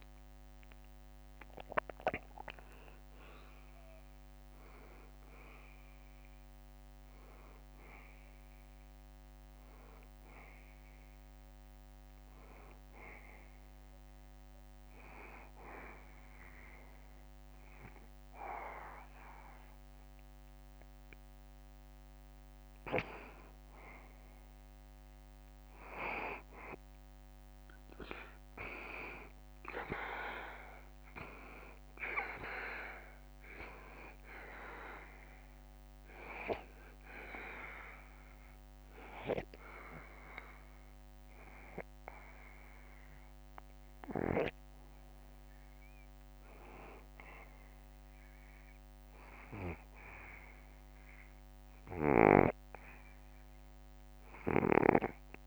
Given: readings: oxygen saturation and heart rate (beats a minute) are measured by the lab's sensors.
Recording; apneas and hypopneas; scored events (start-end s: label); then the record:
breathing in sleep by a microphone on the trachea; 2
0.00-3.00 s: arousal
3.00-16.00 s: oxygen desaturation (device-marked, oxygen 95% before, 91% lowest, heart rate 71 before, 70 extreme)
13.00-24.00 s: obstructive apnea (oxygen 96% before, 90% lowest, heart rate 73 before, 70 extreme, up 0 after)
27.50-31.50 s: arousal
34.00-48.00 s: oxygen desaturation (device-marked, oxygen 94% before, 91% lowest, heart rate 72 before, 69 extreme)
35.50-45.50 s: obstructive apnea (oxygen 94% before, 90% lowest, heart rate 72 before, 69 extreme, up 0 after)
50.50-54.00 s: arousal
From the record:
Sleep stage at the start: N2 (light sleep); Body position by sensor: on the back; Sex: male